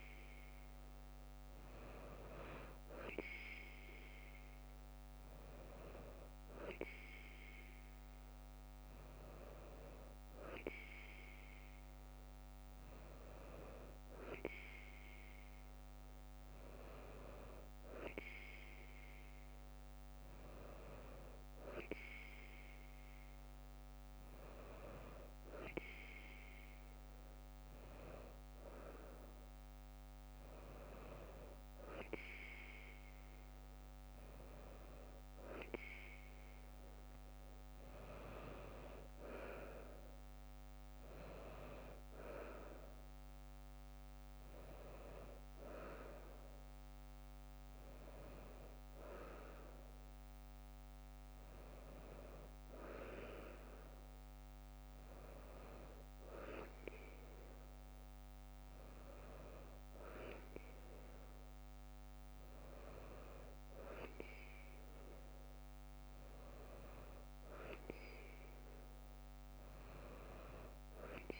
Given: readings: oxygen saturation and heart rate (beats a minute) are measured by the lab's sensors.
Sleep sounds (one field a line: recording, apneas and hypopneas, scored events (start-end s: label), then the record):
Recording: breathing in sleep by a microphone on the trachea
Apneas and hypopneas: none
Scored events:
none scored
From the record:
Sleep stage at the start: N2 (light sleep)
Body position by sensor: on the right side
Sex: female